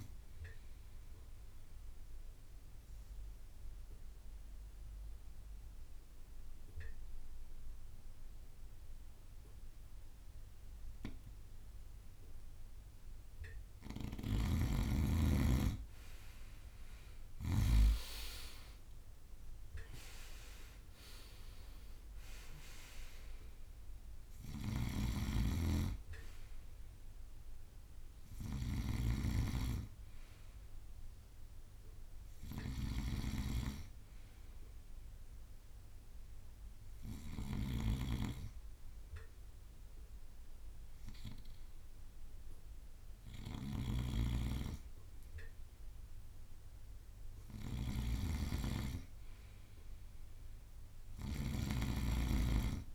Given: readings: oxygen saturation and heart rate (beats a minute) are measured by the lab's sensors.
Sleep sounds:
breathing in sleep by a room microphone; 2
0.00-17.50 s: bradycardia (device-marked, heart rate 50 extreme)
1.00-13.50 s: obstructive apnea (oxygen 99% before, 92% lowest, heart rate 57 before, 50 extreme, up 6 after)
5.50-14.50 s: drop in pulse transit time (device-marked, heart rate 57 before, 54 extreme)
14.00-18.00 s: snoring (device-marked)
15.50-20.00 s: arousal
18.50-43.50 s: oxygen desaturation (device-marked, oxygen 98% before, 92% lowest, heart rate 54 before, 50 extreme)
22.50-52.95 s: bradycardia (device-marked, heart rate 57 before, 50 extreme)
24.50-52.95 s: snoring (device-marked)
36.50-48.00 s: hypopnea (oxygen 98% before, 92% lowest, heart rate 55 before, 55 extreme, up 4 after)
42.50-50.50 s: drop in pulse transit time (device-marked, heart rate 54 before, 57 extreme)
51.50-52.95 s: arousal
From the record:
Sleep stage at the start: N2 (light sleep); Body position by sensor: on the right side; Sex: male

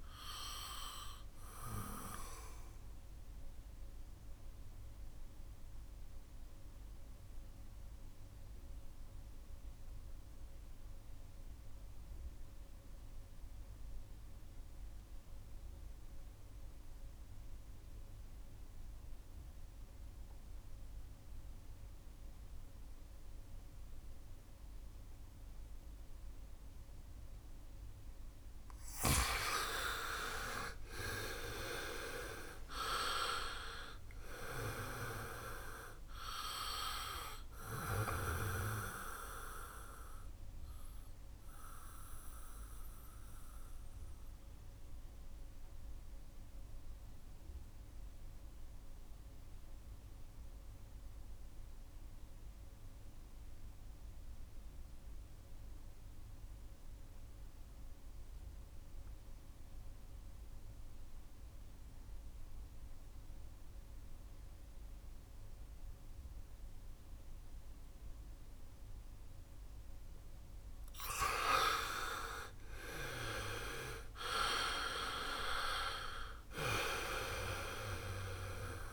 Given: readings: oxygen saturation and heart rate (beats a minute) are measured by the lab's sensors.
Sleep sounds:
breathing in sleep by a room microphone; 2
0.00-20.00 s: oxygen desaturation (device-marked, oxygen 85% lowest, heart rate 62 extreme)
2.50-27.50 s: mixed apnea (oxygen 98% before, 83% lowest, heart rate 71 before, 61 extreme, up 9 after)
28.00-59.00 s: oxygen desaturation (device-marked, oxygen 99% before, 83% lowest, heart rate 69 before, 61 extreme)
29.00-33.00 s: arousal
39.00-69.00 s: mixed apnea (oxygen 99% before, 80% lowest, heart rate 68 before, 61 extreme, up 2 after)
65.00-78.93 s: oxygen desaturation (device-marked, oxygen 98% before, 80% lowest, heart rate 70 before, 65 extreme)
70.50-75.50 s: arousal
From the record:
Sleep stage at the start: N2 (light sleep); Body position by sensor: on the back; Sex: male

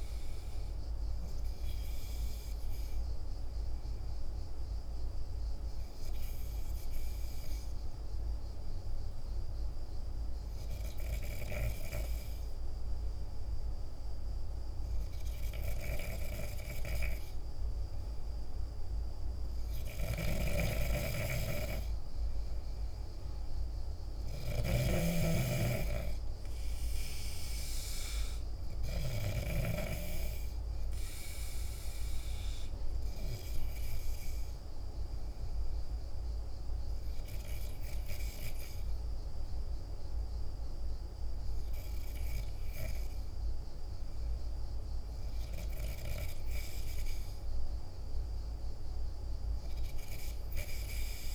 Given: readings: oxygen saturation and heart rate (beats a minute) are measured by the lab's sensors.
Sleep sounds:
breathing in sleep by a room microphone; 1
19.50-24.50 s: snoring (device-marked)
22.00-48.00 s: oxygen desaturation (device-marked, oxygen 97% before, 93% lowest, heart rate 51 before, 49 extreme)
32.00-45.50 s: hypopnea (oxygen 97% before, 93% lowest, heart rate 53 before, 50 extreme, up 2 after)
From the record:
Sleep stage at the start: N2 (light sleep); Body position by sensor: on the back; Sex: male

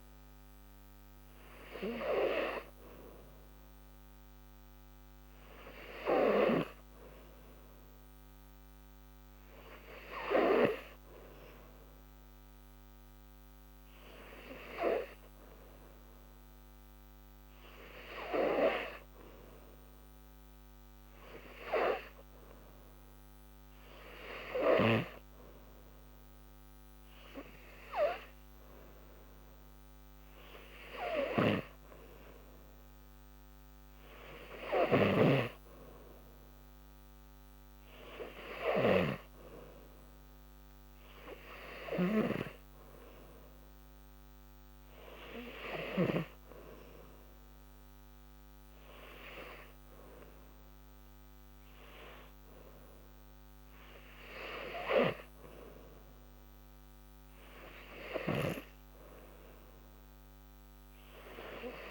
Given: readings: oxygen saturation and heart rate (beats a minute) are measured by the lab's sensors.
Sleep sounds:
breathing in sleep by a microphone on the trachea; none
none scored
From the record:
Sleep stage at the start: N3 (deep sleep); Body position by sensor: on the back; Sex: female

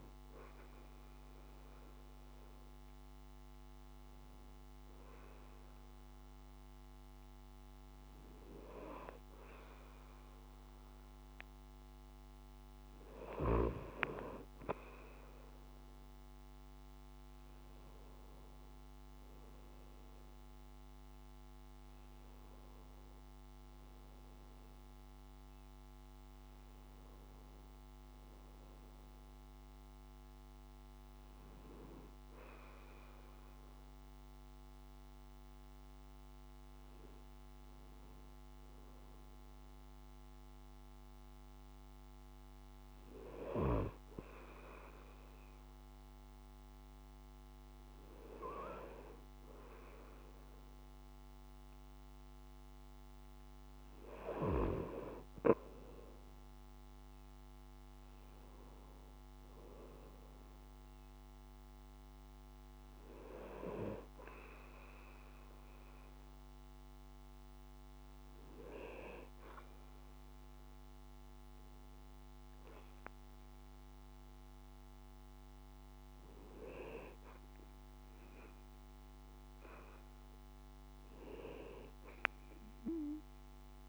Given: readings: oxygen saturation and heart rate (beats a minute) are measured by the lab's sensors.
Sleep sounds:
breathing in sleep by a microphone on the trachea; none
11.00-13.00 s: bradycardia (device-marked, heart rate 71 before, 59 extreme)
From the record:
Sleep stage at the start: N2 (light sleep); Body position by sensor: on the right side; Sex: male

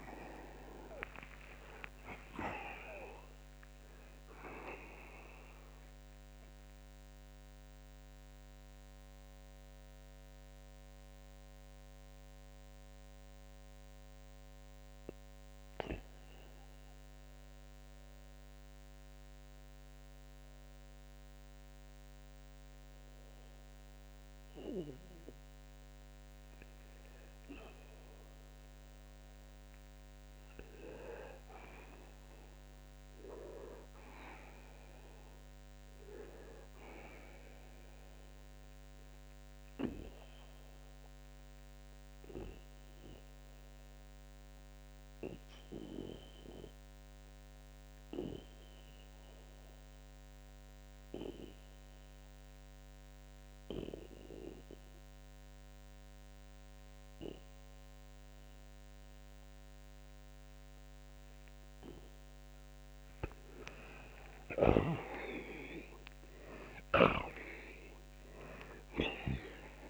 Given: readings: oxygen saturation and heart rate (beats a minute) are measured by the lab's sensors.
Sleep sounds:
breathing in sleep by a microphone on the trachea; 2
7.00-25.50 s: mixed apnea (oxygen 95% before, 88% lowest)
10.00-30.00 s: oxygen desaturation (device-marked, oxygen 95% before, 90% lowest)
27.50-30.50 s: arousal
39.50-60.50 s: mixed apnea (oxygen 96% before, 79% lowest)
44.00-67.00 s: oxygen desaturation (device-marked, oxygen 96% before, 88% lowest)
64.50-68.00 s: arousal
From the record:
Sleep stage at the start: N2 (light sleep); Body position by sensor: on the back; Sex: male

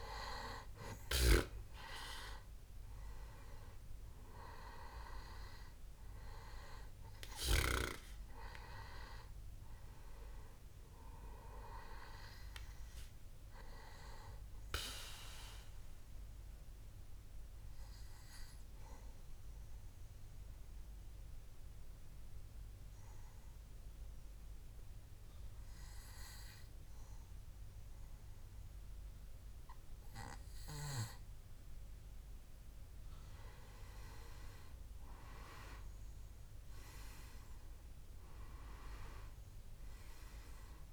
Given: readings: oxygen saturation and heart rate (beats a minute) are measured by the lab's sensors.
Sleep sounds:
breathing in sleep by a room microphone; 1
0.00-17.50 s: oxygen desaturation (device-marked, oxygen 91% lowest, heart rate 64 extreme)
15.50-32.00 s: obstructive apnea (oxygen 97% before, 89% lowest, heart rate 70 before, 64 extreme, up 5 after)
34.50-38.50 s: arousal
37.50-40.93 s: oxygen desaturation (device-marked, oxygen 98% before, 91% lowest, heart rate 67 before, 66 extreme)
From the record:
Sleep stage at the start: N2 (light sleep); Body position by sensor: on the back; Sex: male

